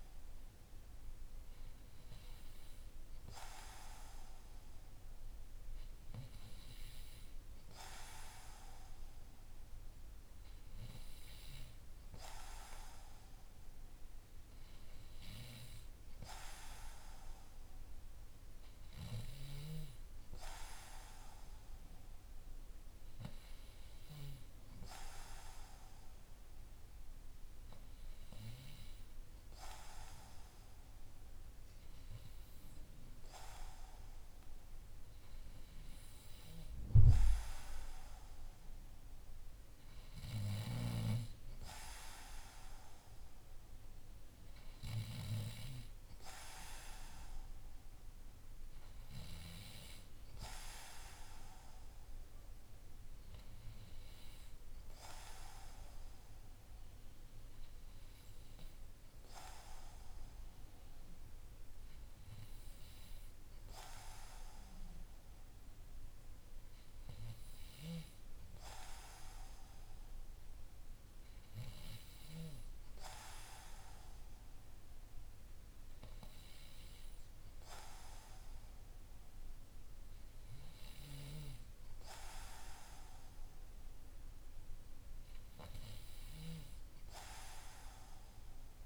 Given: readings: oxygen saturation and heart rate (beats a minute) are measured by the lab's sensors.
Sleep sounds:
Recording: breathing in sleep by a room microphone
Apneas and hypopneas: none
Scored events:
64.50-88.86 s: new sleep stage, N3 (deep sleep)
From the record:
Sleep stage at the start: N2 (light sleep)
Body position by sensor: on the back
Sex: male

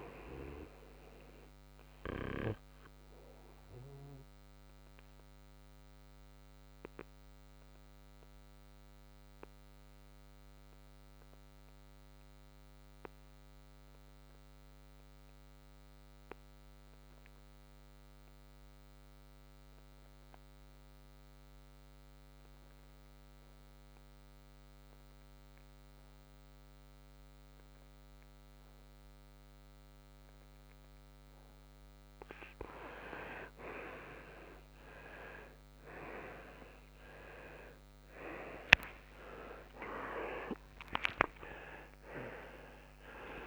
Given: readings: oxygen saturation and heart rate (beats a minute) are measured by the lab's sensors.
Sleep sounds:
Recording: a person partly awake in a sleep study, by a microphone on the trachea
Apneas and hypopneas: 1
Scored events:
2.50-31.00 s: obstructive apnea (oxygen 96% before, 91% lowest, heart rate 67 before, 57 extreme, up 18 after)
32.00-43.47 s: new sleep stage, awake
37.00-43.47 s: oxygen desaturation (device-marked, oxygen 97% before, 92% lowest, heart rate 63 before, 63 extreme)
From the record:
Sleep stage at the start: N2 (light sleep)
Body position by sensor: on the right side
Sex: male

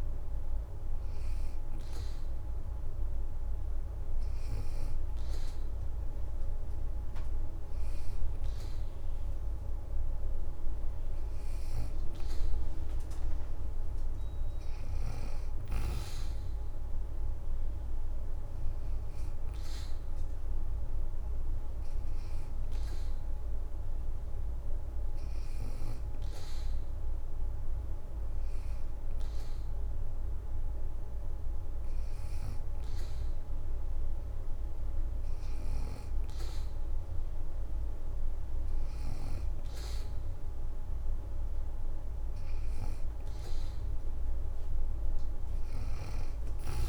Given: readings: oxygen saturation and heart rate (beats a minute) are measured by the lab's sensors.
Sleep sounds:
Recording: breathing in sleep, hard to hear, by a room microphone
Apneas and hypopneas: 2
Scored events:
0.50-11.50 s: hypopnea (oxygen 89% before, 80% lowest, heart rate 77 before, 79 extreme, up 7 after)
5.50-11.50 s: leg movement (device-marked)
9.50-19.50 s: oxygen desaturation (device-marked, oxygen 88% before, 80% lowest, heart rate 76 before, 79 extreme)
13.00-16.50 s: arousal
20.00-30.00 s: hypopnea (oxygen 88% before, 83% lowest, heart rate 78 before, 79 extreme, up 1 after)
46.50-46.89 s: new sleep stage, awake
From the record:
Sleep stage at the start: N2 (light sleep)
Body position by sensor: on the back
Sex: female

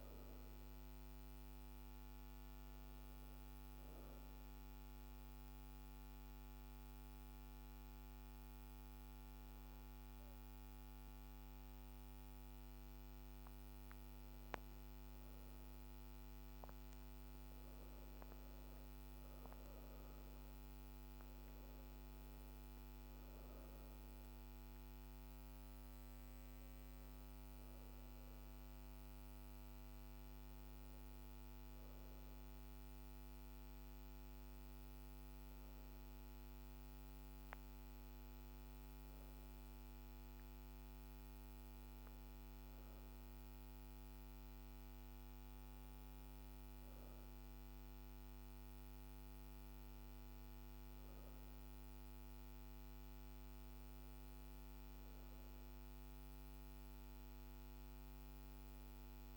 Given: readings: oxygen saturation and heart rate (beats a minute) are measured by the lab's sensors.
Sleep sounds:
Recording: breathing in sleep, hard to hear, by a microphone on the trachea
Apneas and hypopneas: 1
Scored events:
3.50-14.00 s: mixed apnea (oxygen 98% before, 92% lowest, heart rate 73 before, 50 extreme, up 13 after)
17.00-21.00 s: arousal
18.00-41.00 s: oxygen desaturation (device-marked, oxygen 97% before, 92% lowest, heart rate 51 before, 52 extreme)
From the record:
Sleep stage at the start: N2 (light sleep)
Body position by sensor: on the back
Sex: female

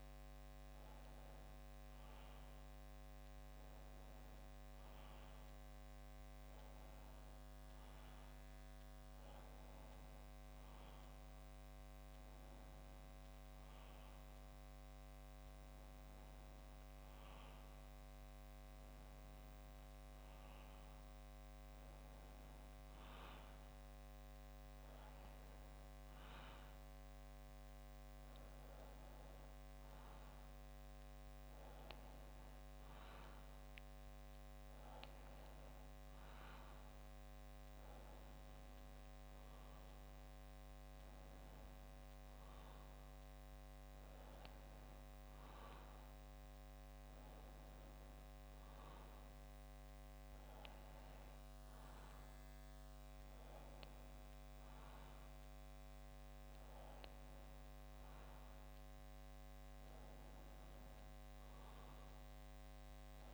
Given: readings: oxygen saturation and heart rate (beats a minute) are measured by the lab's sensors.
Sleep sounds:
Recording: breathing in sleep, hard to hear, by a microphone on the trachea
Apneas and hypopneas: none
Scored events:
none scored
From the record:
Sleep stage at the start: N2 (light sleep)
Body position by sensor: on the back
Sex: male

